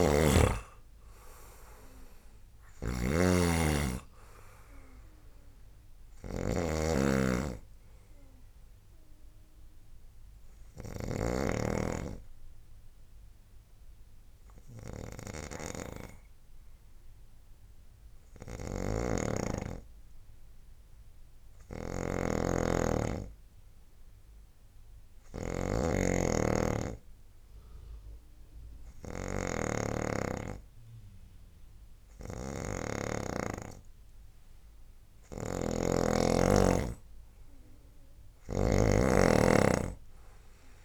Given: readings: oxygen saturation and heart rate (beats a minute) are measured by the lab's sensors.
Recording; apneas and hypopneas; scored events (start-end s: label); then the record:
breathing in sleep by a room microphone; 1
0.00-1.00 s: arousal
0.00-11.00 s: snoring (device-marked)
0.00-12.00 s: oxygen desaturation (device-marked, oxygen 90% lowest, heart rate 65 extreme)
9.50-34.00 s: hypopnea (oxygen 96% before, 84% lowest, heart rate 88 before, 68 extreme, up 8 after)
18.50-33.00 s: snoring (device-marked)
35.00-40.85 s: snoring (device-marked)
35.50-40.00 s: arousal
38.00-40.85 s: oxygen desaturation (device-marked, oxygen 98% before, 93% lowest, heart rate 71 before, 68 extreme)
From the record:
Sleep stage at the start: N2 (light sleep); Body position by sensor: on the right side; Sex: male